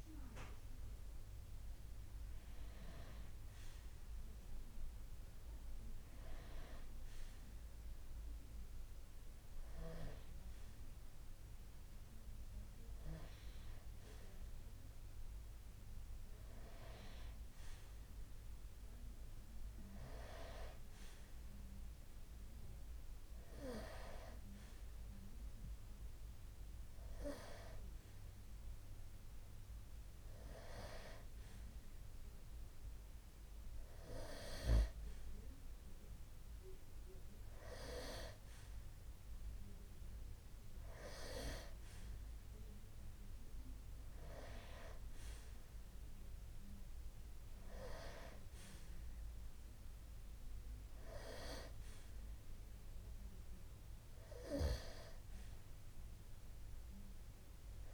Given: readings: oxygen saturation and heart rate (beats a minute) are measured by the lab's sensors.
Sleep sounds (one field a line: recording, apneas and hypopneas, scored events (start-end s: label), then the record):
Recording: breathing in sleep by a room microphone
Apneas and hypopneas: none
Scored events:
6.50-57.94 s: new sleep stage, N2 (light sleep)
From the record:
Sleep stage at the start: N1 (lightest sleep)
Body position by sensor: on the right side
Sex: male